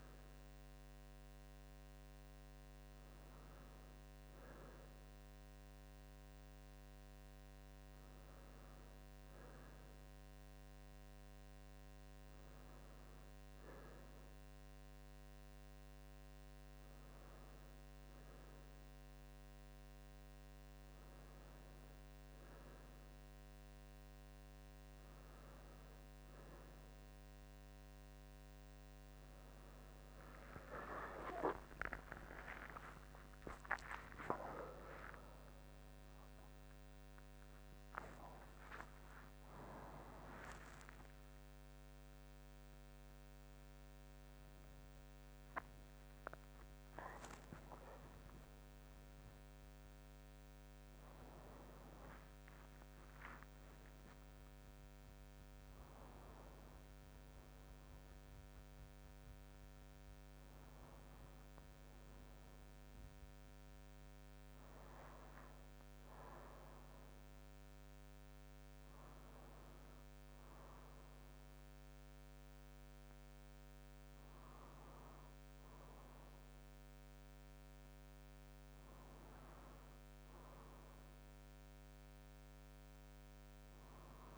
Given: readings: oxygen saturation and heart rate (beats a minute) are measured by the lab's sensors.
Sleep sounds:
a person awake in a sleep study, by a microphone on the trachea; none
39.50-84.38 s: new sleep stage, awake
From the record:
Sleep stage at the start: N2 (light sleep); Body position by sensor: on the back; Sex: male

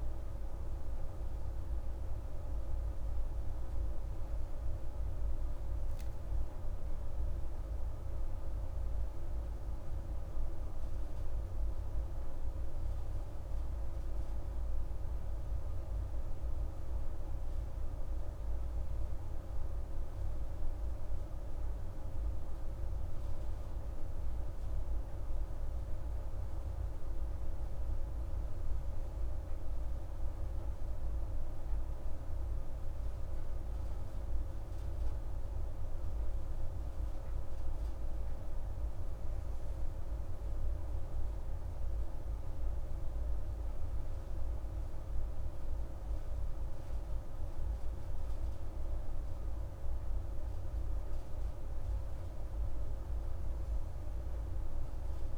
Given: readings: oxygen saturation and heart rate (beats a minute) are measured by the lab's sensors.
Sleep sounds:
breathing in sleep, hard to hear, by a room microphone; none
none scored
From the record:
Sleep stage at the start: N2 (light sleep); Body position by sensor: on the right side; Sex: female

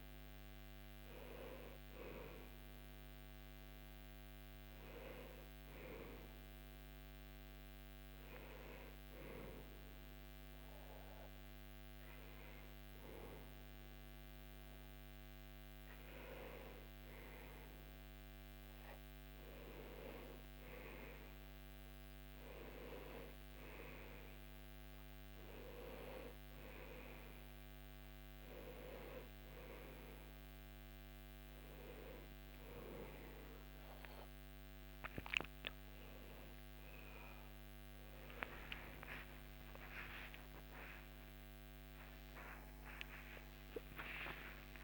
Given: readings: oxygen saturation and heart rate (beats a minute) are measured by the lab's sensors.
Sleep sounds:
breathing in sleep by a microphone on the trachea; 1
5.50-17.50 s: hypopnea (oxygen 99% before, 95% lowest, heart rate 87 before, 75 extreme, up 4 after)
20.00-24.00 s: arousal
From the record:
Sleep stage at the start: N2 (light sleep); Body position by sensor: on the back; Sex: male

